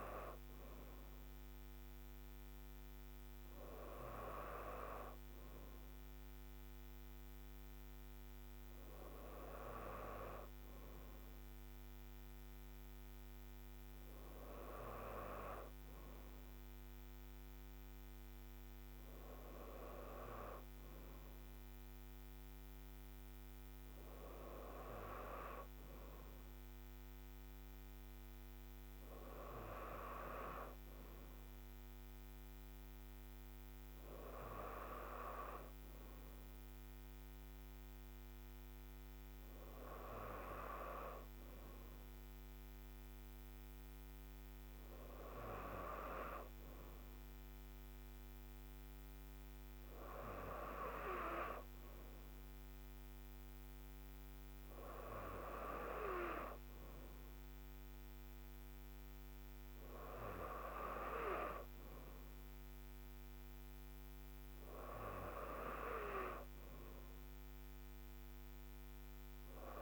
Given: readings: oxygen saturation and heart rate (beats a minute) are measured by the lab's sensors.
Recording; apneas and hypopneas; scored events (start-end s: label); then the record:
breathing in sleep by a microphone on the trachea; none
none scored
From the record:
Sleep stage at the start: N3 (deep sleep); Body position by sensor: on the right side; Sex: female